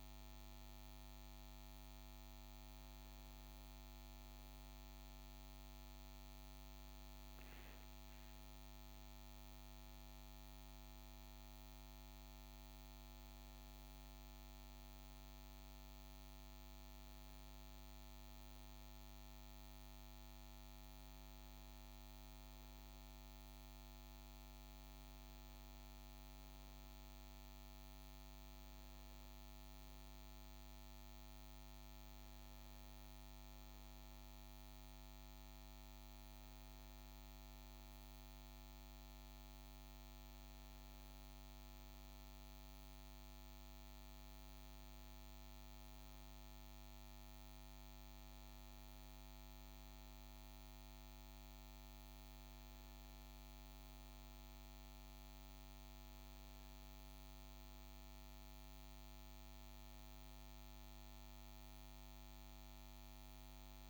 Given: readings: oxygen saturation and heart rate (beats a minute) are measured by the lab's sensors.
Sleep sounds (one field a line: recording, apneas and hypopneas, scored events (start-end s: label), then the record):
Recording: breathing in sleep, hard to hear, by a microphone on the trachea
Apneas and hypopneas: none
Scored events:
none scored
From the record:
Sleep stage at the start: N2 (light sleep)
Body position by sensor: on the right side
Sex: male